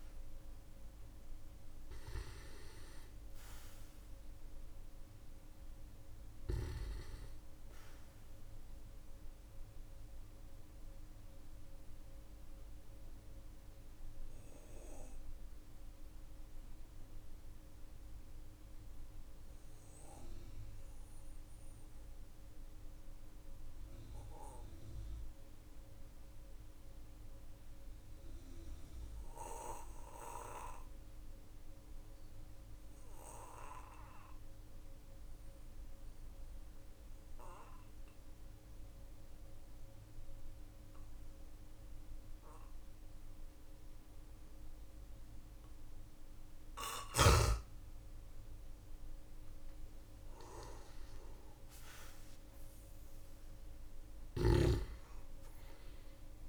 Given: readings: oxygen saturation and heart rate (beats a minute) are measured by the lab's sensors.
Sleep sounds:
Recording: breathing in sleep by a room microphone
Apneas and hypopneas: 1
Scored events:
7.00-47.50 s: obstructive apnea (oxygen 98% before, 92% lowest, heart rate 53 before, 45 extreme, up 11 after)
50.00-55.00 s: arousal
51.00-56.49 s: oxygen desaturation (device-marked, oxygen 97% before, 92% lowest, heart rate 55 before, 44 extreme)
From the record:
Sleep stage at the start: N2 (light sleep)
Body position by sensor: on the back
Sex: male

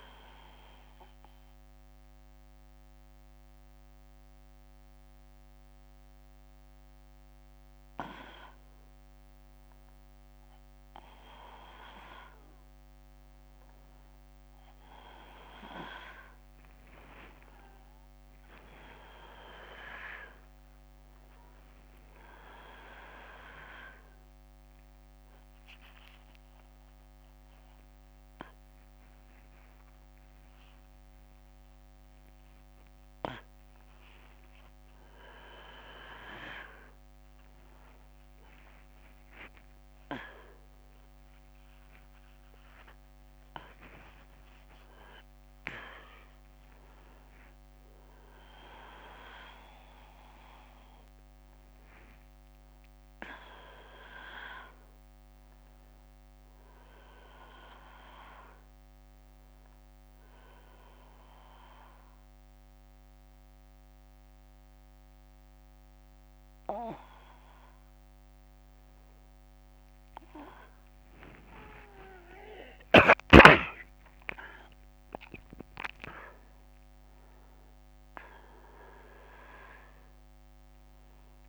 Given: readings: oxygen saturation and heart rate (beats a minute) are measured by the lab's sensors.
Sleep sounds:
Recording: a person awake in a sleep study, by a microphone on the trachea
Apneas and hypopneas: none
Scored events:
21.00-33.00 s: oxygen desaturation (device-marked, oxygen 98% before, 94% lowest, heart rate 62 before, 67 extreme)
62.00-81.49 s: new sleep stage, N1 (lightest sleep)
74.00-81.49 s: oxygen desaturation (device-marked, oxygen 97% before, 94% lowest, heart rate 66 before, 66 extreme)
From the record:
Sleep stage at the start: awake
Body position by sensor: on the back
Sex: male

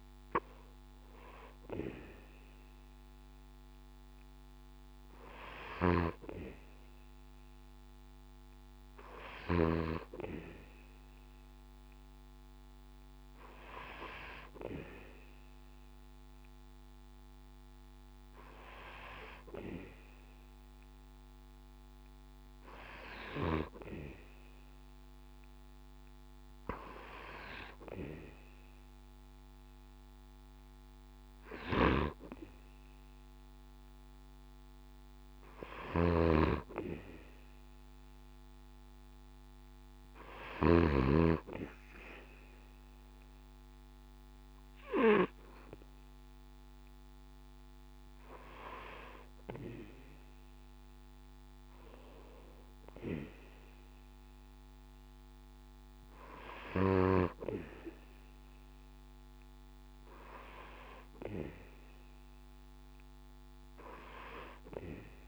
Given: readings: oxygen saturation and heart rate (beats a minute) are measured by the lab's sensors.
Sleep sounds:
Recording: breathing in sleep by a microphone on the trachea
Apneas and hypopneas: none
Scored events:
35.50-40.50 s: snoring (device-marked)
From the record:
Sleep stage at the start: N2 (light sleep)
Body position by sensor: on the back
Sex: male

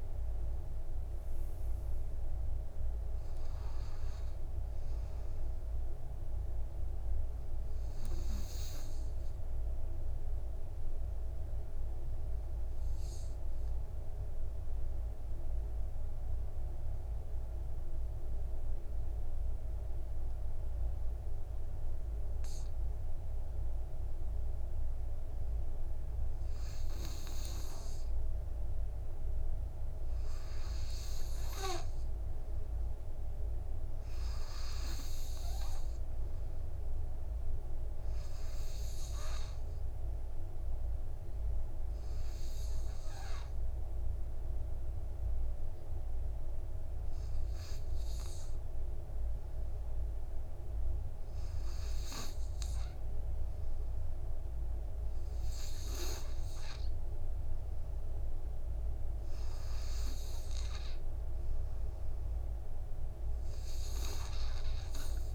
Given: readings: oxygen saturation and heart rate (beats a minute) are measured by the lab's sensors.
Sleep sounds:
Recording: breathing in sleep, hard to hear, by a room microphone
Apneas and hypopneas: 1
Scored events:
0.00-1.50 s: arousal
0.00-12.00 s: oxygen desaturation (device-marked, oxygen 93% lowest, heart rate 49 extreme)
9.00-27.50 s: obstructive apnea (oxygen 100% before, 91% lowest, heart rate 62 before, 49 extreme, up 7 after)
19.00-27.00 s: oxygen desaturation (device-marked, oxygen 94% before, 91% lowest, heart rate 58 before, 51 extreme)
28.50-31.50 s: arousal
33.00-50.00 s: oxygen desaturation (device-marked, oxygen 99% before, 94% lowest, heart rate 52 before, 49 extreme)
From the record:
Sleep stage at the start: N2 (light sleep)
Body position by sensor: on the back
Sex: male

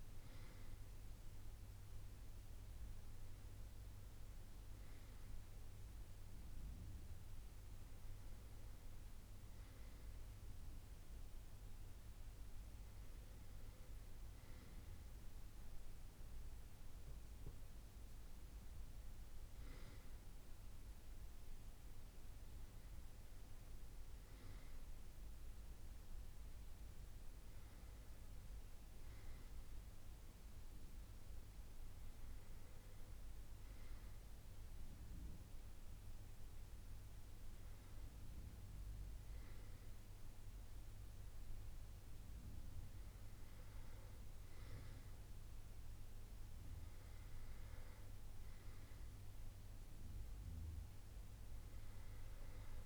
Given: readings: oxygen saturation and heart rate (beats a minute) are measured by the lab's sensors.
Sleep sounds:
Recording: breathing in sleep, hard to hear, by a room microphone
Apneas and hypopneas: none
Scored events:
none scored
From the record:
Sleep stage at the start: N2 (light sleep)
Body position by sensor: on the right side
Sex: male

